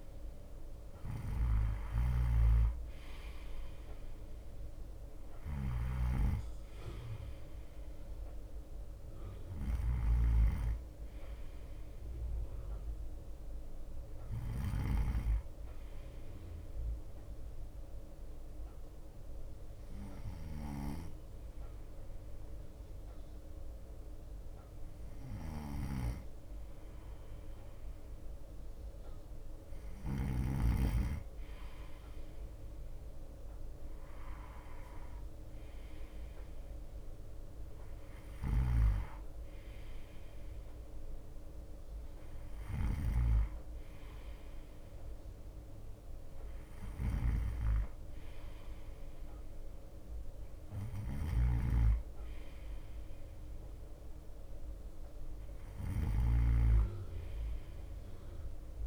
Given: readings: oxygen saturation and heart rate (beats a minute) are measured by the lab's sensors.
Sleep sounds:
breathing in sleep by a room microphone; 1
0.00-30.50 s: snoring (device-marked)
0.00-58.87 s: bradycardia (device-marked, heart rate 55 extreme)
18.50-30.00 s: hypopnea (oxygen 92% before, 91% lowest, heart rate 57 before, 55 extreme, up 2 after)
33.00-36.50 s: arousal
38.50-56.50 s: snoring (device-marked)
From the record:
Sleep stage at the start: N2 (light sleep); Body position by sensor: on the right side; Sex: male

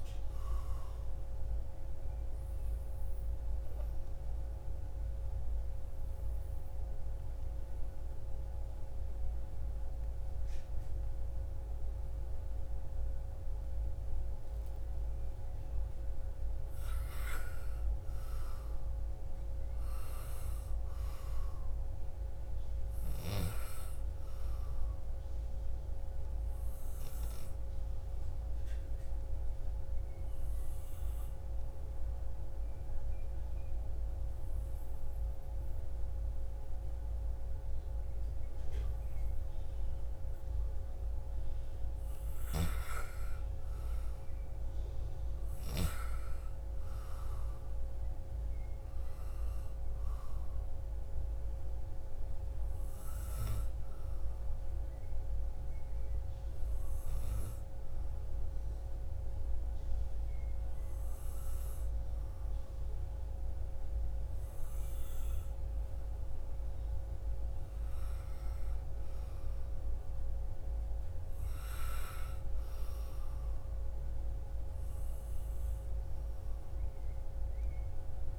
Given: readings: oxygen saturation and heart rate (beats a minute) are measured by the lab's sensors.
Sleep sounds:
breathing in sleep, hard to hear, by a room microphone; 3
0.00-15.00 s: oxygen desaturation (device-marked, oxygen 90% lowest, heart rate 53 extreme)
3.00-15.50 s: obstructive apnea (oxygen 97% before, 90% lowest, heart rate 72 before, 53 extreme, up 30 after)
17.00-20.50 s: arousal
23.00-36.00 s: oxygen desaturation (device-marked, oxygen 97% before, 92% lowest, heart rate 66 before, 53 extreme)
26.00-39.50 s: obstructive apnea (oxygen 97% before, 92% lowest, heart rate 68 before, 53 extreme, up 37 after)
41.50-46.00 s: arousal
48.00-60.00 s: oxygen desaturation (device-marked, oxygen 98% before, 92% lowest, heart rate 64 before, 57 extreme)
52.00-65.00 s: obstructive apnea (oxygen 98% before, 92% lowest, heart rate 67 before, 57 extreme, up 31 after)
67.50-70.50 s: arousal
From the record:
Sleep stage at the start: N2 (light sleep); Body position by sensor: on the back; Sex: female

